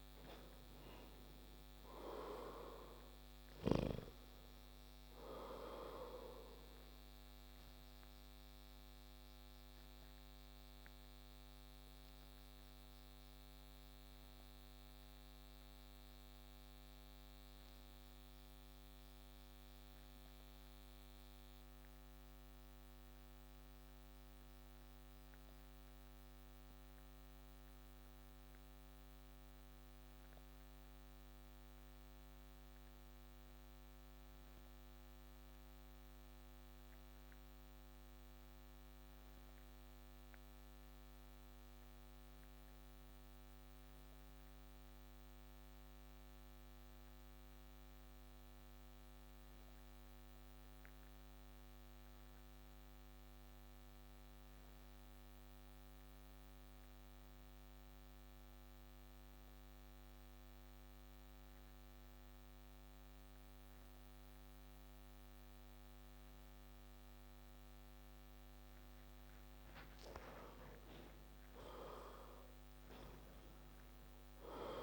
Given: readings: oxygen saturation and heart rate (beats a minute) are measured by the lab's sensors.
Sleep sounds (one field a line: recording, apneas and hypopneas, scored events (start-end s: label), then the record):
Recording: breathing in sleep by a microphone on the trachea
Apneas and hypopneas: 1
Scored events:
0.00-1.50 s: arousal
0.00-32.00 s: oxygen desaturation (device-marked, oxygen 77% lowest)
8.00-69.50 s: obstructive apnea (oxygen 93% before, 77% lowest)
64.00-74.83 s: oxygen desaturation (device-marked, oxygen 94% before, 81% lowest)
71.00-74.83 s: arousal
From the record:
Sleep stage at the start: REM sleep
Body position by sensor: on the back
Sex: male